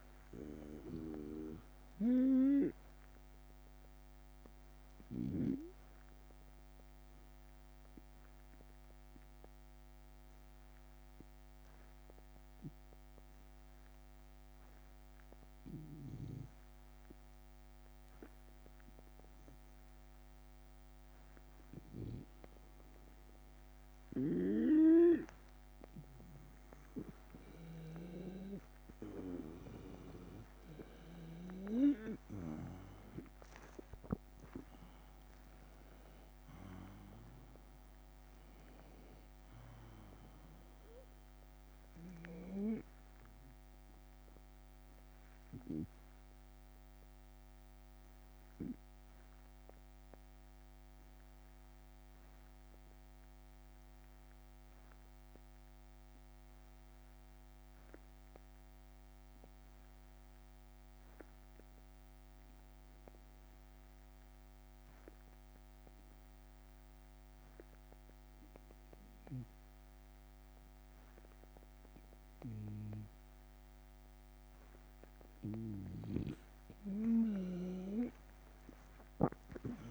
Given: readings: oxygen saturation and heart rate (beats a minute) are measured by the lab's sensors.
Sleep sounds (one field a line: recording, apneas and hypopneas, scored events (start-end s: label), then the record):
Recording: breathing in sleep by a microphone on the trachea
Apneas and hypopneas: 2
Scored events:
0.00-4.50 s: drop in pulse transit time (device-marked, heart rate 78 extreme)
0.00-16.50 s: oxygen desaturation (device-marked, oxygen 91% lowest, heart rate 75 extreme)
1.50-5.00 s: snoring (device-marked)
6.00-23.50 s: obstructive apnea (oxygen 97% before, 90% lowest, heart rate 78 before, 75 extreme, up 3 after)
23.50-31.00 s: snoring (device-marked)
27.50-44.50 s: oxygen desaturation (device-marked, oxygen 97% before, 90% lowest, heart rate 77 before, 73 extreme)
29.00-35.50 s: arousal
31.50-45.50 s: drop in pulse transit time (device-marked, heart rate 78 before, 78 extreme)
45.50-75.00 s: obstructive apnea (oxygen 97% before, 89% lowest, heart rate 82 before, 73 extreme, up 10 after)
73.50-79.91 s: oxygen desaturation (device-marked, oxygen 97% before, 89% lowest, heart rate 75 before, 73 extreme)
75.50-79.91 s: snoring (device-marked)
From the record:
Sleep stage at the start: N2 (light sleep)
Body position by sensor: on the right side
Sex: male